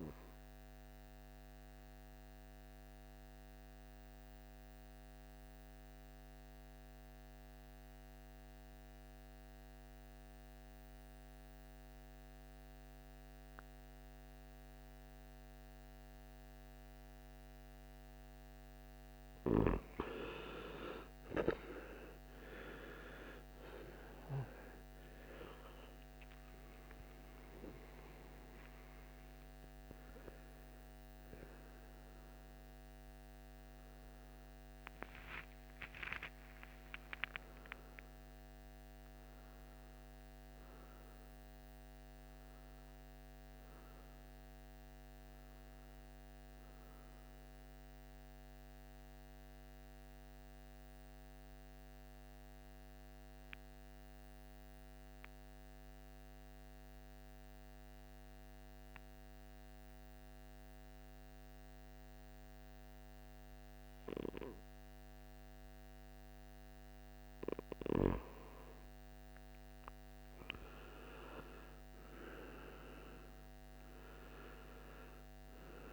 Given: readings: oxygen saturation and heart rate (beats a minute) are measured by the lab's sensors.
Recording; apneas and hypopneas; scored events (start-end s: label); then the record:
breathing in sleep by a microphone on the trachea; 2
0.00-1.00 s: oxygen desaturation (device-marked, oxygen 91% lowest, heart rate 54 extreme)
1.00-18.50 s: obstructive apnea (oxygen 98% before, 87% lowest, heart rate 63 before, 54 extreme, up 21 after)
12.00-43.00 s: oxygen desaturation (device-marked, oxygen 99% before, 87% lowest, heart rate 57 before, 54 extreme)
20.50-25.50 s: arousal
48.50-67.00 s: obstructive apnea (oxygen 99% before, 91% lowest, heart rate 65 before, 54 extreme, up 10 after)
67.00-75.93 s: oxygen desaturation (device-marked, oxygen 98% before, 91% lowest, heart rate 55 before, 56 extreme)
69.50-73.00 s: arousal
From the record:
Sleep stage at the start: N2 (light sleep); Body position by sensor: on the right side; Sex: male